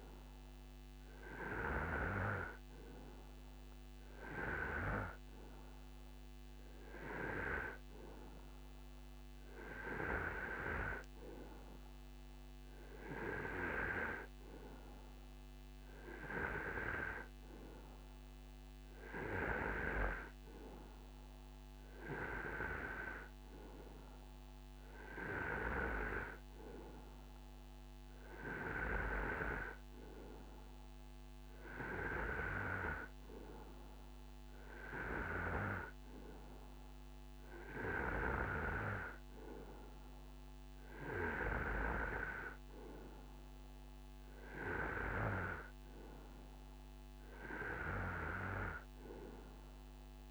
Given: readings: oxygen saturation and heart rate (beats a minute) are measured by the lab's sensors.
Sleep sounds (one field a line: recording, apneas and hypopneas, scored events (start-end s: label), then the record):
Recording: breathing in sleep by a microphone on the trachea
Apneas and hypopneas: none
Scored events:
none scored
From the record:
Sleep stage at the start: N2 (light sleep)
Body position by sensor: on the right side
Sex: male